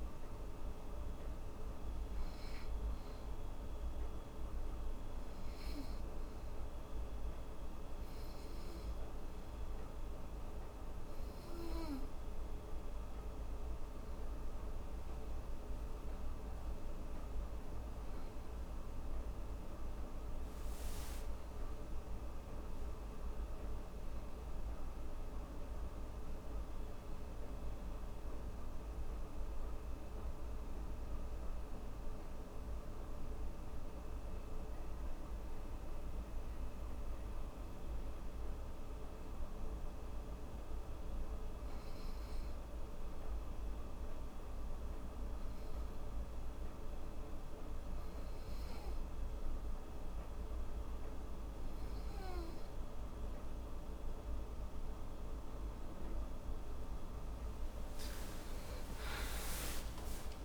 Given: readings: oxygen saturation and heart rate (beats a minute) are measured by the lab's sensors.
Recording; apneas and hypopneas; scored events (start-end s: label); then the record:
breathing in sleep, hard to hear, by a room microphone; 2
2.00-14.00 s: hypopnea (oxygen 98% before, 90% lowest, heart rate 79 before, 74 extreme, up 3 after)
16.00-19.00 s: arousal
22.00-35.00 s: oxygen desaturation (device-marked, oxygen 95% before, 92% lowest, heart rate 82 before, 74 extreme)
41.00-54.50 s: hypopnea (oxygen 97% before, 90% lowest, heart rate 80 before, 76 extreme, up 42 after)
48.00-60.45 s: oxygen desaturation (device-marked, oxygen 97% before, 90% lowest, heart rate 77 before, 78 extreme)
58.00-60.45 s: arousal
From the record:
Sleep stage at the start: N2 (light sleep); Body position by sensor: on the back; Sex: female